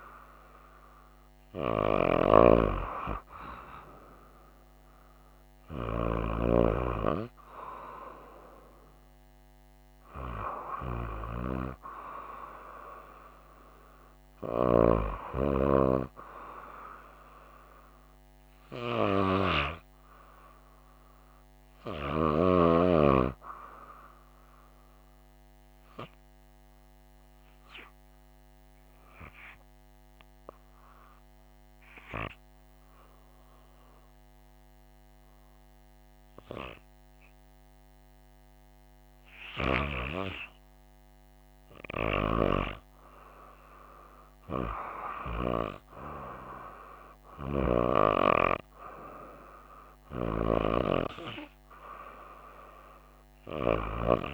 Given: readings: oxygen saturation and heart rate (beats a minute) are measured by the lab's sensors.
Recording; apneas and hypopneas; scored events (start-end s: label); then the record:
breathing in sleep by a microphone on the trachea; 1
26.00-40.00 s: obstructive apnea (oxygen 96% before, 91% lowest, heart rate 68 before, 58 extreme, up 2 after)
42.00-45.50 s: arousal
47.00-54.34 s: oxygen desaturation (device-marked, oxygen 95% before, 91% lowest, heart rate 66 before, 64 extreme)
From the record:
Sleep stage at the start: REM sleep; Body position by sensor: on the right side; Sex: female